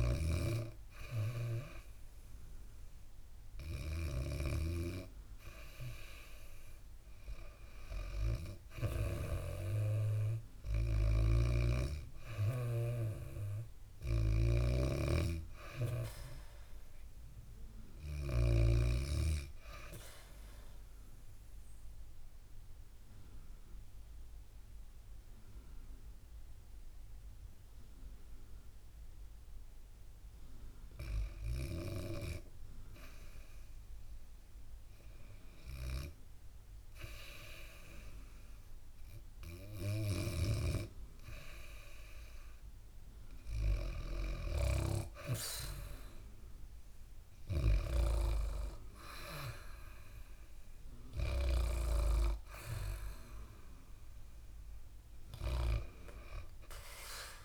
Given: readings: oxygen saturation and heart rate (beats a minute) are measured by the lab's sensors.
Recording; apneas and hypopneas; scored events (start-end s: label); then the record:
breathing in sleep by a room microphone; 1
0.00-8.50 s: snoring (device-marked)
0.00-17.50 s: oxygen desaturation (device-marked, oxygen 93% lowest, heart rate 66 extreme)
10.50-18.00 s: snoring (device-marked)
20.50-31.50 s: obstructive apnea (oxygen 98% before, 93% lowest, heart rate 74 before, 66 extreme, up 0 after)
35.50-39.50 s: arousal
38.50-52.50 s: oxygen desaturation (device-marked, oxygen 97% before, 93% lowest, heart rate 73 before, 68 extreme)
49.50-57.45 s: new sleep stage, N2 (light sleep)
From the record:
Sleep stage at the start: REM sleep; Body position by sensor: on the back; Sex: female